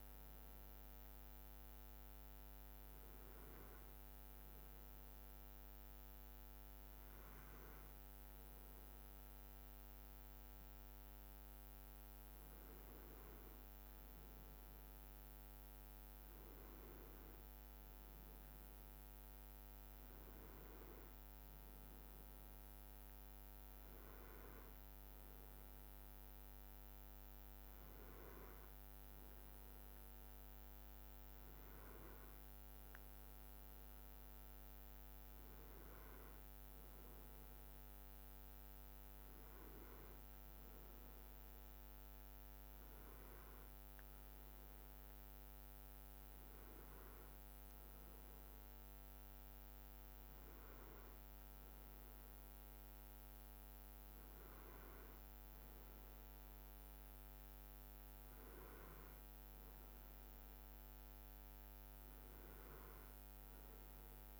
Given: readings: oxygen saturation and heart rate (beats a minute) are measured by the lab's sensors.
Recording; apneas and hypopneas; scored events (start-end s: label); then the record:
a person partly awake in a sleep study, hard to hear, by a microphone on the trachea; none
23.00-64.40 s: new sleep stage, N1 (lightest sleep)
From the record:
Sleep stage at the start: awake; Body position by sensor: on the back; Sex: male